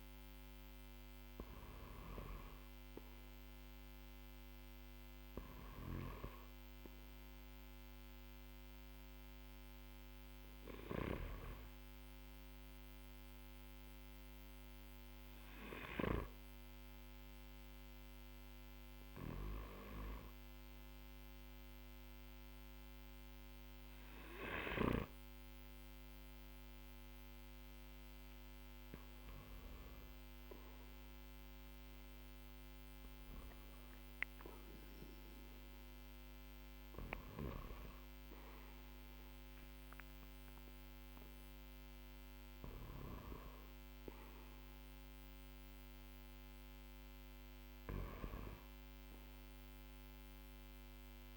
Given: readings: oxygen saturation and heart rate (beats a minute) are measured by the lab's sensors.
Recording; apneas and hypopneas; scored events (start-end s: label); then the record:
breathing in sleep by a microphone on the trachea; 1
0.00-13.50 s: oxygen desaturation (device-marked, oxygen 93% lowest, heart rate 49 extreme)
8.00-25.50 s: hypopnea (oxygen 96% before, 92% lowest, heart rate 78 before, 49 extreme, up 23 after)
29.50-34.00 s: arousal
35.50-37.50 s: tachycardia (device-marked, heart rate 62 before, 94 extreme)
39.50-42.50 s: tachycardia (device-marked, heart rate 62 before, 105 extreme)
From the record:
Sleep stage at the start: N2 (light sleep); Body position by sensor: on the back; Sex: male